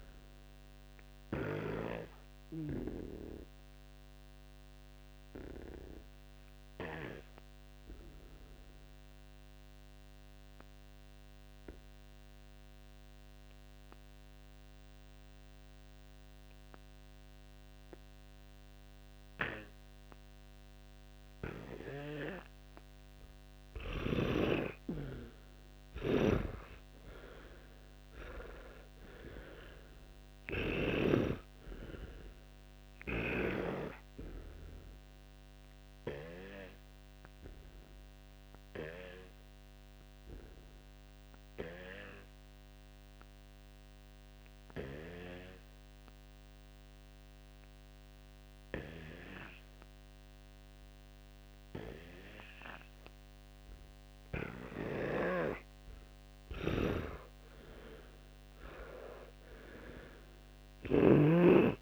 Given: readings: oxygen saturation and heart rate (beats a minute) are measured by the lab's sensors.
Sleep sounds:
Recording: breathing in sleep by a microphone on the trachea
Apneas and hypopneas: 2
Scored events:
3.00-23.50 s: obstructive apnea (oxygen 100% before, 92% lowest, heart rate 66 before, 57 extreme, up 20 after)
25.50-29.50 s: arousal
26.00-31.00 s: snoring (device-marked)
33.50-57.00 s: obstructive apnea (oxygen 98% before, 92% lowest, heart rate 64 before, 57 extreme, up 34 after)
37.50-56.50 s: oxygen desaturation (device-marked, oxygen 98% before, 92% lowest, heart rate 68 before, 57 extreme)
56.50-61.50 s: snoring (device-marked)
59.00-61.82 s: arousal
From the record:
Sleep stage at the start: N2 (light sleep)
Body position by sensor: on the back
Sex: male

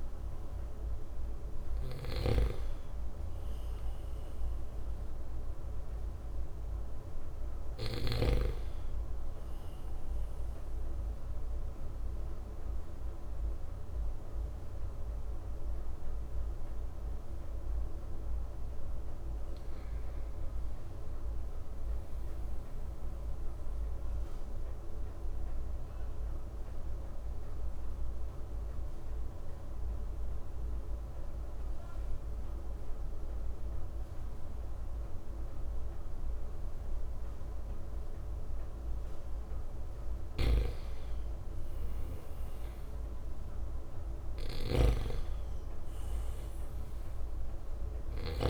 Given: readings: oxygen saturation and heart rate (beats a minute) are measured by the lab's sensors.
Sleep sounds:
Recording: breathing in sleep by a room microphone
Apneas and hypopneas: 1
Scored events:
0.00-8.50 s: snoring (device-marked)
2.50-14.50 s: oxygen desaturation (device-marked, oxygen 97% before, 94% lowest, heart rate 59 before, 56 extreme)
22.50-39.50 s: obstructive apnea (oxygen 97% before, 92% lowest, heart rate 58 before, 58 extreme, up 6 after)
41.50-44.50 s: arousal
44.50-48.50 s: snoring (device-marked)
46.50-48.50 s: oxygen desaturation (device-marked, oxygen 95% before, 92% lowest, heart rate 60 before, 55 extreme)
From the record:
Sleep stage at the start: N2 (light sleep)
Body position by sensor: on the right side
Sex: male

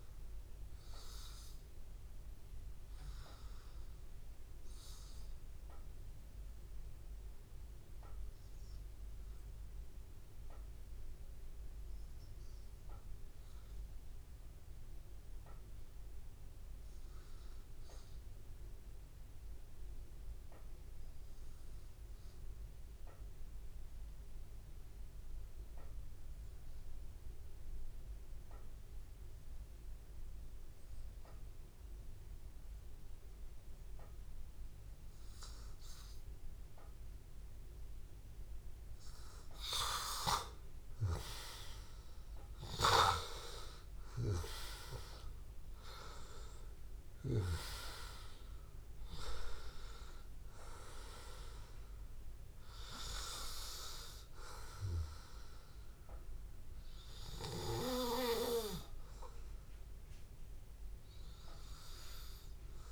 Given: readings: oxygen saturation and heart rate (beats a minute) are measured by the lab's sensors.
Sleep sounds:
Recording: breathing in sleep by a room microphone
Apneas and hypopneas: 1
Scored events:
0.00-9.00 s: oxygen desaturation (device-marked, oxygen 94% lowest, heart rate 81 extreme)
2.00-32.00 s: hypopnea (oxygen 97% before, 92% lowest, heart rate 84 before, 80 extreme, up 2 after)
32.00-35.50 s: arousal
34.00-61.00 s: oxygen desaturation (device-marked, oxygen 98% before, 92% lowest, heart rate 81 before, 79 extreme)
From the record:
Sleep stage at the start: N2 (light sleep)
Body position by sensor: on the back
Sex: male

